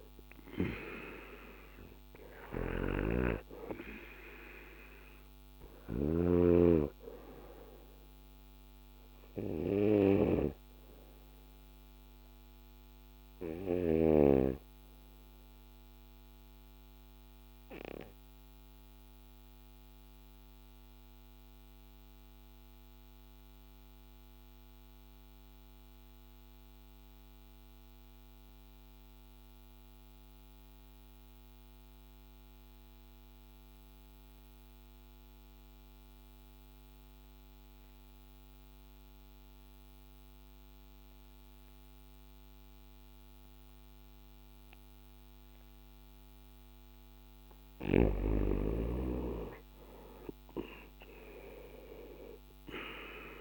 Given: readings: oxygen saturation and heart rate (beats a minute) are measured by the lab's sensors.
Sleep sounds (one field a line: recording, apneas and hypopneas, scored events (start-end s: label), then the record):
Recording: breathing in sleep by a microphone on the trachea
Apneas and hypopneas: 1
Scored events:
0.00-27.50 s: oxygen desaturation (device-marked, oxygen 88% lowest, heart rate 53 extreme)
2.00-6.00 s: snoring (device-marked)
16.50-46.50 s: obstructive apnea (oxygen 98% before, 85% lowest, heart rate 58 before, 53 extreme, up 7 after)
46.50-53.41 s: oxygen desaturation (device-marked, oxygen 97% before, 85% lowest, heart rate 56 before, 56 extreme)
50.00-53.41 s: arousal
From the record:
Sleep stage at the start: N2 (light sleep)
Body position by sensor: on the back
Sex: male